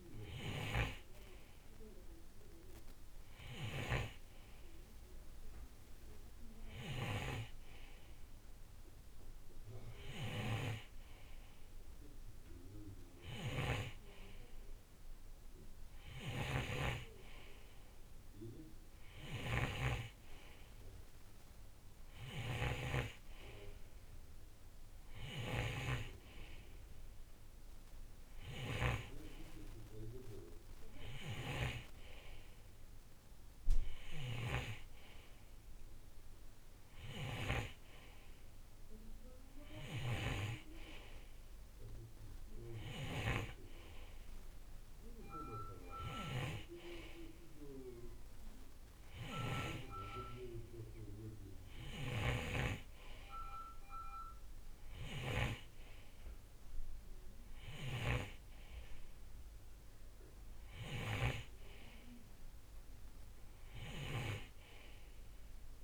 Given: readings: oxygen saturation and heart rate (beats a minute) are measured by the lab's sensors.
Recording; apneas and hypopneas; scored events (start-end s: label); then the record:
breathing in sleep by a room microphone; none
0.00-7.50 s: snoring (device-marked)
16.00-32.00 s: snoring (device-marked)
34.00-50.00 s: snoring (device-marked)
52.00-65.84 s: snoring (device-marked)
From the record:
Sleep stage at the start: N2 (light sleep); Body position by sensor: on the right side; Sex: male